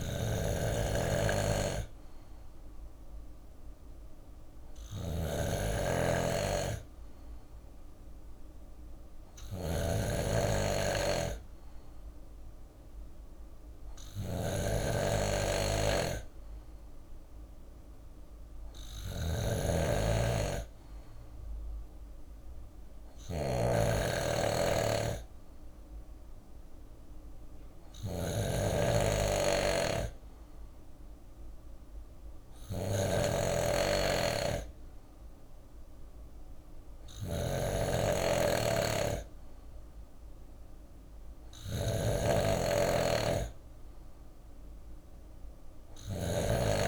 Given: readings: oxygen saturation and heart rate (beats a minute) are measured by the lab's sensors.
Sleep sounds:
breathing in sleep by a room microphone; none
0.00-46.88 s: snoring (device-marked)
7.00-19.00 s: bradycardia (device-marked, heart rate 52 before, 57 extreme)
21.00-24.00 s: bradycardia (device-marked, heart rate 52 before, 59 extreme)
25.00-38.00 s: bradycardia (device-marked, heart rate 52 before, 59 extreme)
39.00-46.88 s: bradycardia (device-marked, heart rate 52 before, 58 extreme)
From the record:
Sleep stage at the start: N2 (light sleep); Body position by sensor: on the left side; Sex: male

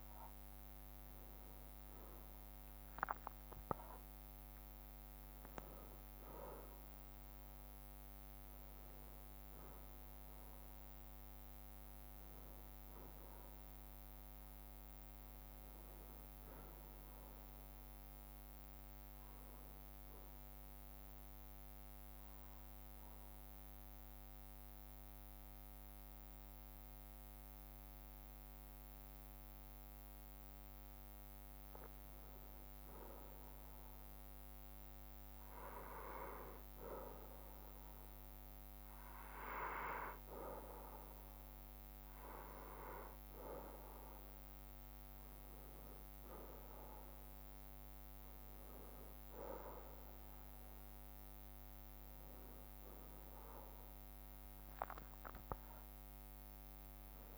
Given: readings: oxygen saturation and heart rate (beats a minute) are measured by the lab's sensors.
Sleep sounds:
breathing in sleep by a microphone on the trachea; 1
0.00-4.00 s: arousal
0.00-13.00 s: drop in pulse transit time (device-marked, heart rate 62 extreme)
19.00-49.00 s: new sleep stage, N2 (light sleep)
19.50-30.50 s: obstructive apnea (oxygen 96% before, 94% lowest, heart rate 64 before, 58 extreme, up 1 after)
35.00-42.00 s: bradycardia (device-marked, heart rate 67 before, 59 extreme)
49.00-57.38 s: new sleep stage, awake
From the record:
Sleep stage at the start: N1 (lightest sleep); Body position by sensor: on the back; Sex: male

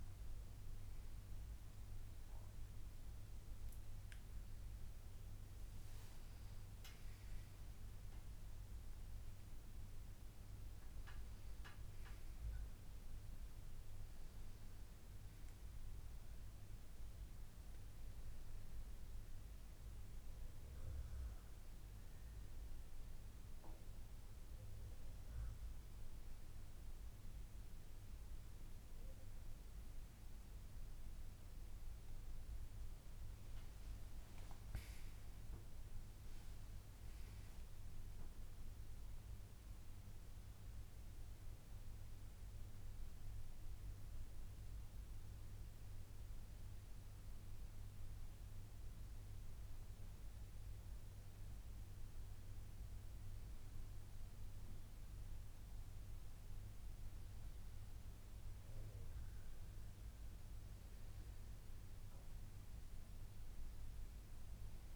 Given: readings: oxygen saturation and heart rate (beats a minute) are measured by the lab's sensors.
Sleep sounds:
a person awake in a sleep study, hard to hear, by a room microphone; none
none scored
From the record:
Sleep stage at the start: awake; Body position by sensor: on the back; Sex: male

